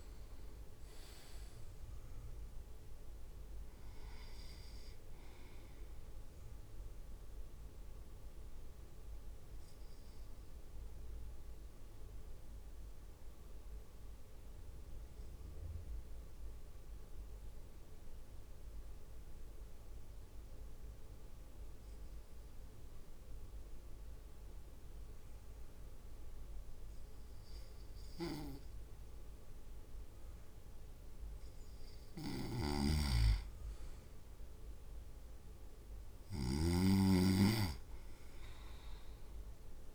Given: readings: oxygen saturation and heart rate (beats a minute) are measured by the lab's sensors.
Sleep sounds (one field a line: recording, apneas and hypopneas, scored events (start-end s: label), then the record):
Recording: breathing in sleep by a room microphone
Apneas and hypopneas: 1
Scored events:
7.00-29.50 s: obstructive apnea (oxygen 99% before, 96% lowest)
32.00-39.95 s: snoring (device-marked)
34.00-37.50 s: arousal
From the record:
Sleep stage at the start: N2 (light sleep)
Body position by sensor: on the right side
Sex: male